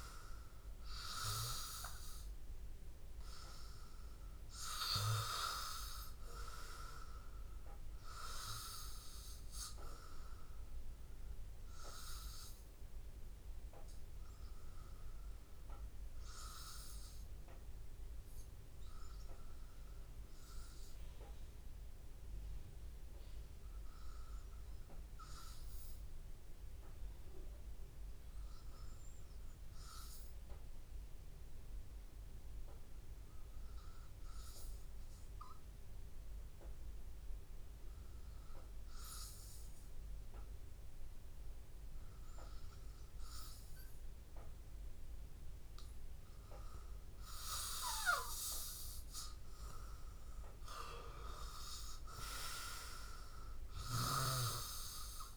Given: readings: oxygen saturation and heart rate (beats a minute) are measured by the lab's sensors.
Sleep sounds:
breathing in sleep by a room microphone; 1
0.00-19.50 s: oxygen desaturation (device-marked, oxygen 93% lowest, heart rate 80 extreme)
10.50-47.50 s: hypopnea (oxygen 98% before, 92% lowest, heart rate 81 before, 79 extreme, up 4 after)
37.50-39.50 s: long interval between heartbeats (device-marked, heart rate 82 before, 82 extreme)
38.50-55.37 s: oxygen desaturation (device-marked, oxygen 98% before, 92% lowest, heart rate 82 before, 81 extreme)
49.50-52.50 s: arousal
From the record:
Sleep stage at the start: N2 (light sleep); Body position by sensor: on the back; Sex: male

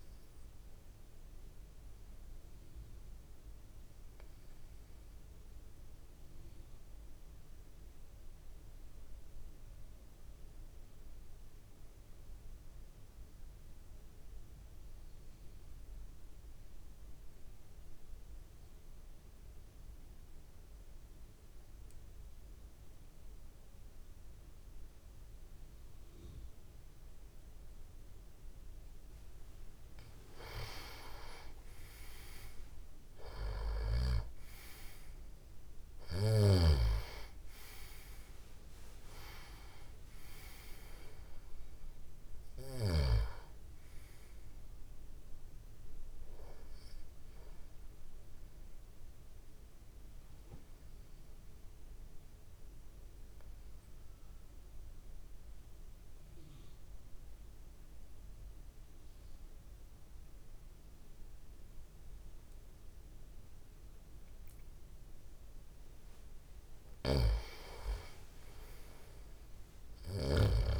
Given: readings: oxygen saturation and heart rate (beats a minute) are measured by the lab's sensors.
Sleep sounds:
breathing in sleep by a room microphone; 2
0.00-13.00 s: oxygen desaturation (device-marked, oxygen 87% lowest)
1.50-29.00 s: obstructive apnea (oxygen 98% before, 87% lowest)
29.00-60.00 s: oxygen desaturation (device-marked, oxygen 97% before, 90% lowest)
31.00-34.50 s: arousal
49.50-65.00 s: obstructive apnea (oxygen 97% before, 90% lowest)
66.50-70.50 s: snoring (device-marked)
From the record:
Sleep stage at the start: N2 (light sleep); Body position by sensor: on the back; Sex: male

